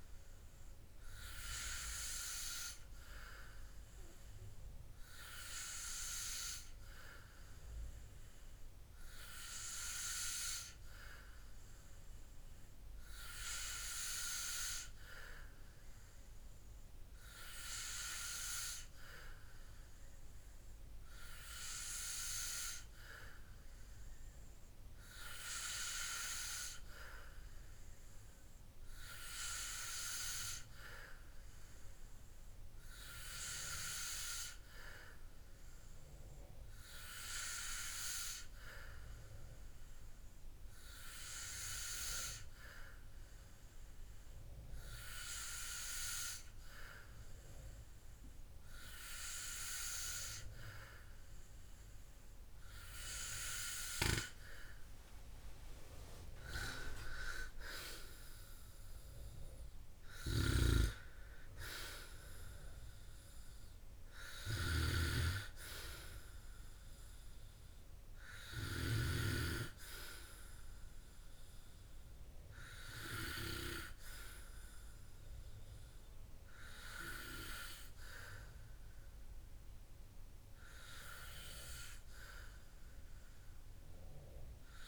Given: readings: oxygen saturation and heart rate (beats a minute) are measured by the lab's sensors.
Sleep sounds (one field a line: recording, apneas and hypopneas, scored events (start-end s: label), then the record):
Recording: breathing in sleep by a room microphone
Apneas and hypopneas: none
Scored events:
none scored
From the record:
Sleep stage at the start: N3 (deep sleep)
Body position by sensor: on the back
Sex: male